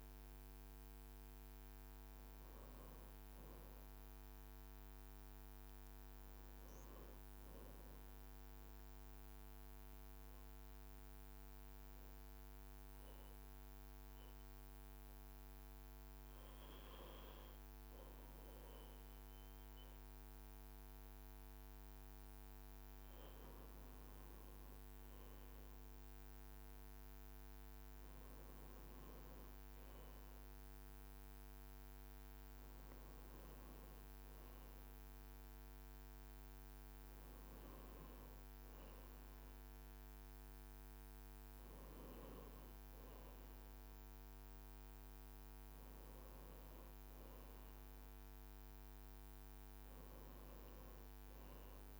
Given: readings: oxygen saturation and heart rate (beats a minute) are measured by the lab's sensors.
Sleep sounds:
breathing in sleep, hard to hear, by a microphone on the trachea; 1
0.50-5.00 s: arousal
9.50-23.00 s: mixed apnea (oxygen 97% before, 94% lowest, heart rate 59 before, 53 extreme, up 2 after)
24.50-29.00 s: arousal
40.50-52.00 s: new sleep stage, N1 (lightest sleep)
From the record:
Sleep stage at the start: N2 (light sleep); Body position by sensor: on the back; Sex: male

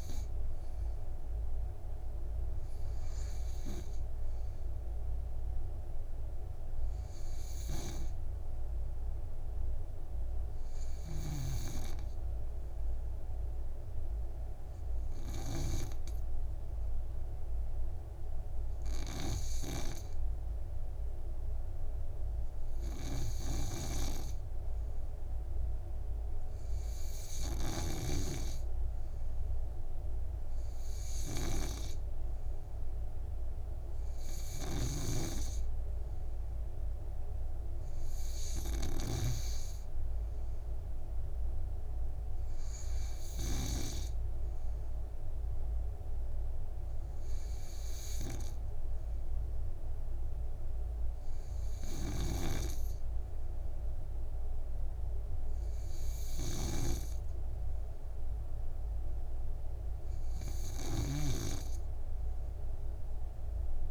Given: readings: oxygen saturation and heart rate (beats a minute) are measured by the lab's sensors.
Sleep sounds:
breathing in sleep by a room microphone; none
35.00-40.00 s: snoring (device-marked)
52.50-63.91 s: snoring (device-marked)
From the record:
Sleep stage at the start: N2 (light sleep); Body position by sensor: on the back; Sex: male

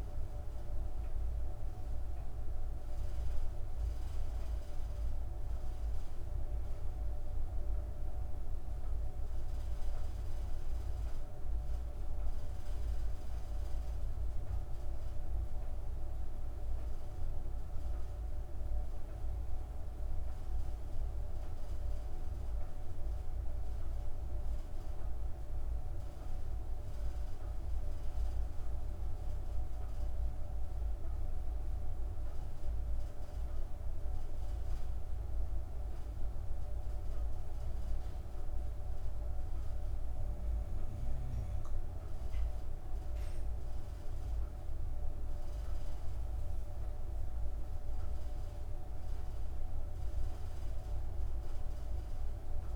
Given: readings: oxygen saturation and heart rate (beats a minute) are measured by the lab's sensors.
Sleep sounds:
breathing in sleep, hard to hear, by a room microphone; 1
21.00-39.00 s: hypopnea (oxygen 96% before, 94% lowest)
42.50-47.00 s: arousal
From the record:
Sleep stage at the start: N1 (lightest sleep); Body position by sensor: on the back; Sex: female

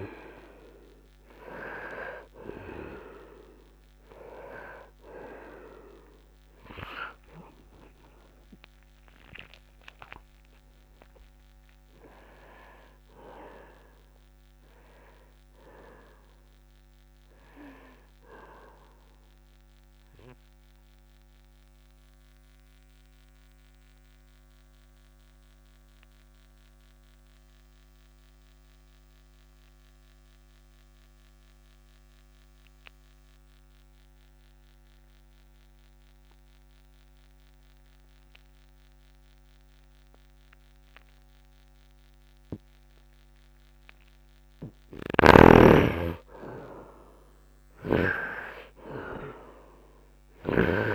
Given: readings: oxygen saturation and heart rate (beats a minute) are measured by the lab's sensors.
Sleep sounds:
breathing in sleep by a microphone on the trachea; 1
0.00-27.00 s: oxygen desaturation (device-marked, oxygen 65% lowest, heart rate 57 extreme)
22.00-44.00 s: obstructive apnea (oxygen 85% before, 66% lowest, heart rate 75 before, 59 extreme, up 2 after)
45.00-48.50 s: snoring (device-marked)
45.50-50.00 s: arousal
48.00-50.95 s: oxygen desaturation (device-marked, oxygen 98% before, 73% lowest, heart rate 66 before, 54 extreme)
From the record:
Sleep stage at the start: N2 (light sleep); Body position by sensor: upright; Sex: male

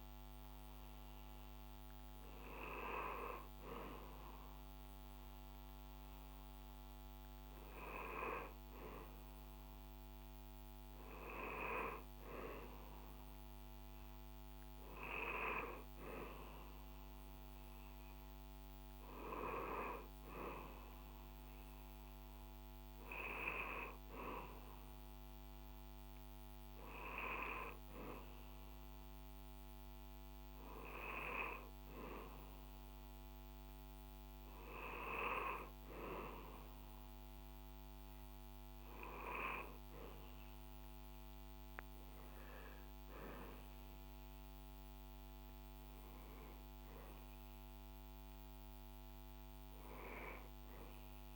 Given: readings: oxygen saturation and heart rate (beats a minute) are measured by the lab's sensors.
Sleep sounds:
a person awake in a sleep study, by a microphone on the trachea; none
none scored
From the record:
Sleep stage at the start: awake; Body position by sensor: on the back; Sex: male

